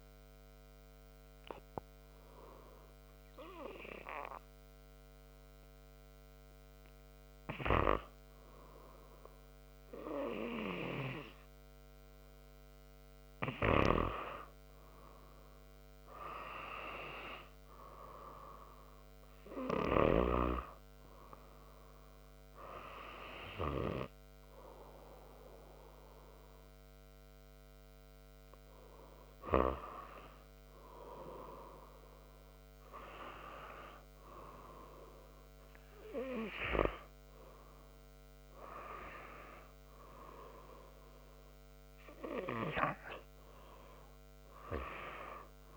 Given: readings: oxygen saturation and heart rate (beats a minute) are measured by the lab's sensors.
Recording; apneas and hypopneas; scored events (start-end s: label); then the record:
breathing in sleep by a microphone on the trachea; 1
1.50-14.00 s: hypopnea (oxygen 99% before, 96% lowest, heart rate 76 before, 76 extreme, up 1 after)
15.50-19.00 s: arousal
From the record:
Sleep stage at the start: N2 (light sleep); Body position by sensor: on the right side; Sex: male